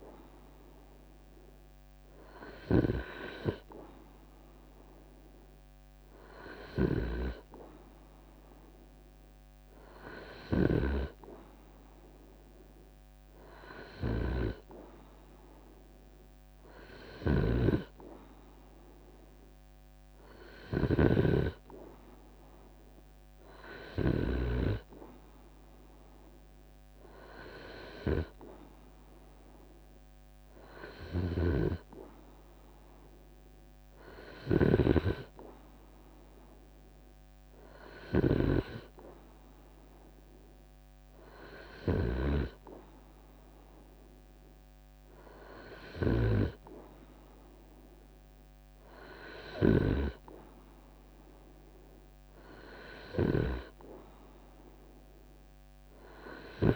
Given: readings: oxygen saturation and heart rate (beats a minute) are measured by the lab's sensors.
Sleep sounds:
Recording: breathing in sleep by a microphone on the trachea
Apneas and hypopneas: none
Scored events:
33.50-42.50 s: drop in pulse transit time (device-marked, heart rate 76 before, 77 extreme)
From the record:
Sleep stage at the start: N2 (light sleep)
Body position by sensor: on the right side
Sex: male

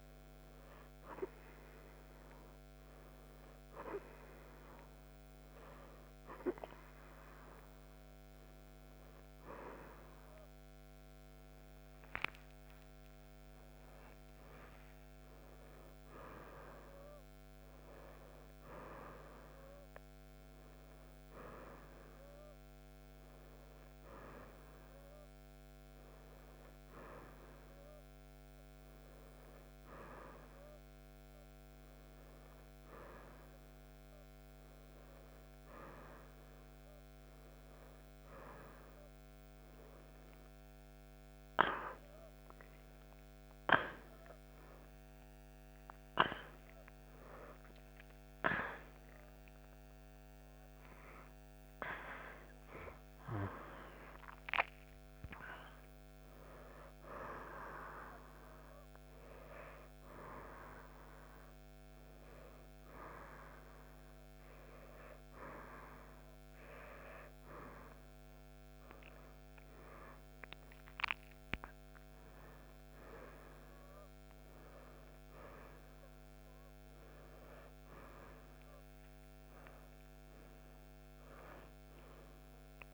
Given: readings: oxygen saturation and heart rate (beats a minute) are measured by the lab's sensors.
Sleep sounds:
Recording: a person partly awake in a sleep study, by a microphone on the trachea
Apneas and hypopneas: none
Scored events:
11.50-15.00 s: arousal
17.50-47.50 s: new sleep stage, N1 (lightest sleep)
47.50-77.50 s: new sleep stage, awake
77.50-82.94 s: new sleep stage, N1 (lightest sleep)
From the record:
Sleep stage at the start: REM sleep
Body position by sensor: on the back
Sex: female

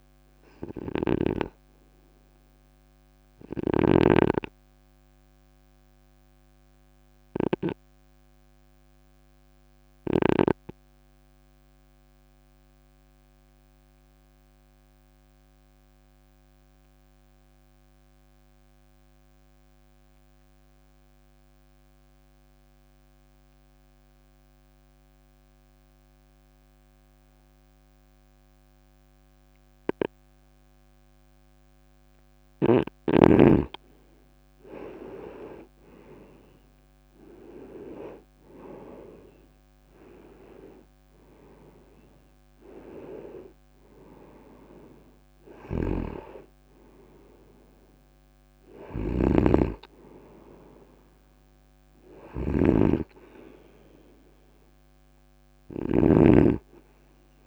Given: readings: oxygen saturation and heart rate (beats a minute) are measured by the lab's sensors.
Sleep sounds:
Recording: breathing in sleep by a microphone on the trachea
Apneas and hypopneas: 1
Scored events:
0.00-7.50 s: snoring (device-marked)
2.50-32.00 s: obstructive apnea (oxygen 97% before, 91% lowest, heart rate 51 before, 49 extreme, up 8 after)
30.00-57.00 s: oxygen desaturation (device-marked, oxygen 97% before, 92% lowest, heart rate 50 before, 50 extreme)
33.50-37.50 s: arousal
48.50-57.47 s: snoring (device-marked)
From the record:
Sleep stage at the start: N2 (light sleep)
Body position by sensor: on the right side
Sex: male

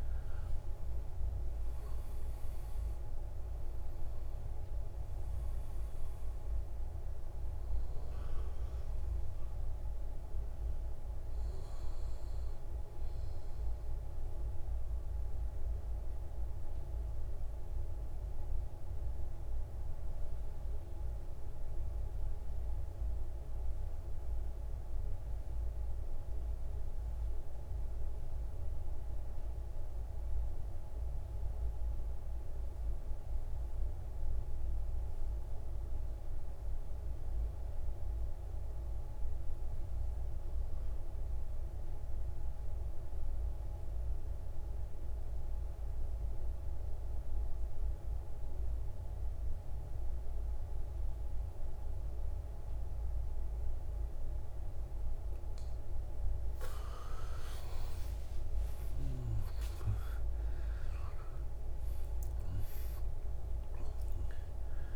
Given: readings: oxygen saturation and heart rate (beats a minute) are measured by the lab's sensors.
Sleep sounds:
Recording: breathing in sleep, hard to hear, by a room microphone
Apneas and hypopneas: 1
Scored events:
0.00-17.50 s: oxygen desaturation (device-marked, oxygen 91% lowest, heart rate 56 extreme)
13.00-55.50 s: mixed apnea (oxygen 97% before, 86% lowest, heart rate 71 before, 57 extreme, up 20 after)
41.50-64.96 s: oxygen desaturation (device-marked, oxygen 98% before, 86% lowest, heart rate 61 before, 56 extreme)
57.00-62.00 s: arousal
From the record:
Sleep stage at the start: N2 (light sleep)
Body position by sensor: on the right side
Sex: male

